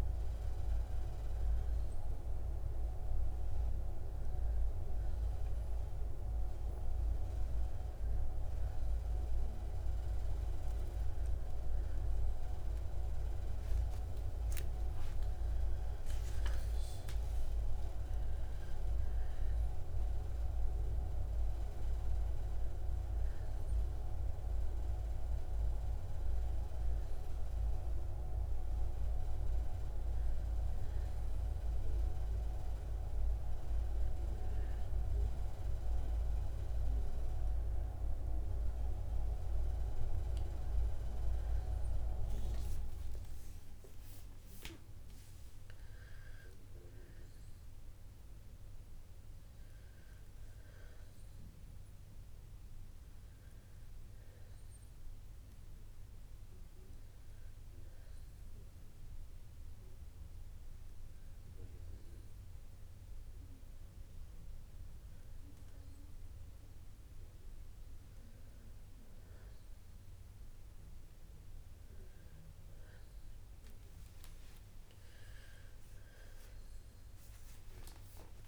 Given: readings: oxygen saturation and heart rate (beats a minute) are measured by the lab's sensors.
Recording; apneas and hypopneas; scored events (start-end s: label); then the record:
breathing in sleep by a room microphone; none
75.50-78.48 s: arousal
From the record:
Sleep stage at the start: N2 (light sleep); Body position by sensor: on the back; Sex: female